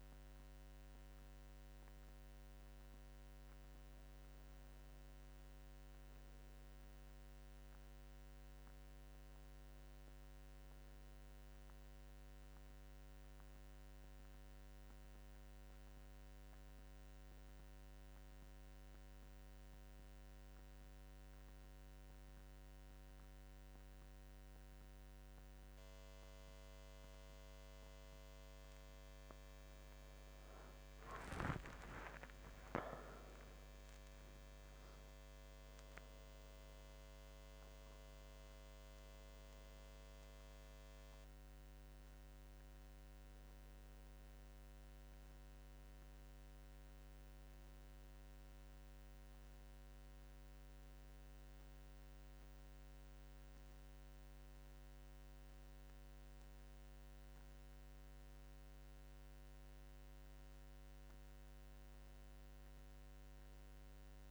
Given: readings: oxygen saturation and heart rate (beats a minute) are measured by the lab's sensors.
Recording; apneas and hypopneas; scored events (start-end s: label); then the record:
breathing in sleep, hard to hear, by a microphone on the trachea; 1
0.00-1.00 s: oxygen desaturation (device-marked, oxygen 91% lowest, heart rate 71 extreme)
4.50-7.00 s: arousal
11.50-29.00 s: central apnea (oxygen 95% before, 85% lowest, heart rate 74 before, 72 extreme, up 6 after)
31.00-34.50 s: arousal
37.00-63.00 s: oxygen desaturation (device-marked, oxygen 94% before, 85% lowest, heart rate 75 before, 64 extreme)
From the record:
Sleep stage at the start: N2 (light sleep); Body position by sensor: on the back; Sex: male